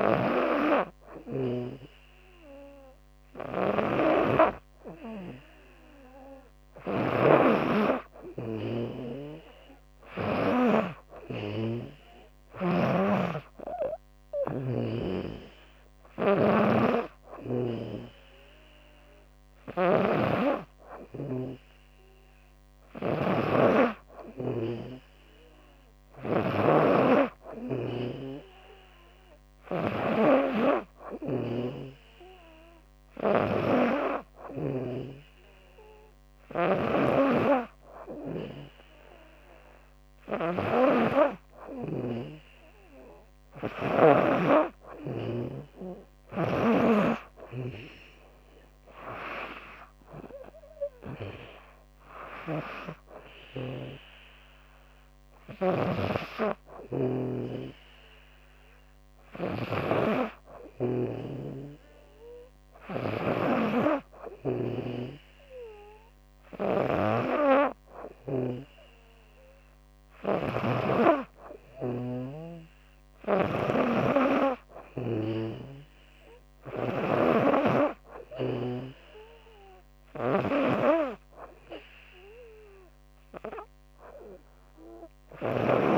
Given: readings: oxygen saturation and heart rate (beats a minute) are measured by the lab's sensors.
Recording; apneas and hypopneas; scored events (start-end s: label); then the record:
breathing in sleep by a microphone on the trachea; none
0.00-10.00 s: snoring (device-marked)
12.00-43.50 s: snoring (device-marked)
53.00-85.97 s: snoring (device-marked)
From the record:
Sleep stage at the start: N2 (light sleep); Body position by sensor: on the back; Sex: female